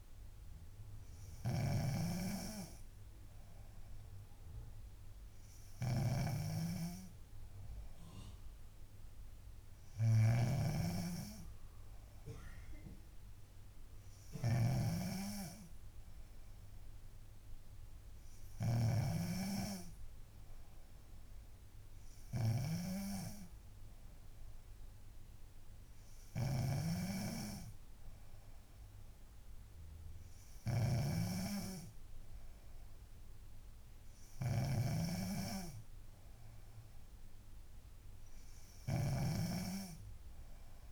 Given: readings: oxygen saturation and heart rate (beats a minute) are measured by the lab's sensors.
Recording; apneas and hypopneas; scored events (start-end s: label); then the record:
breathing in sleep by a room microphone; none
1.50-39.50 s: snoring (device-marked)
From the record:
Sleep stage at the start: N3 (deep sleep); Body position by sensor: on the back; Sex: female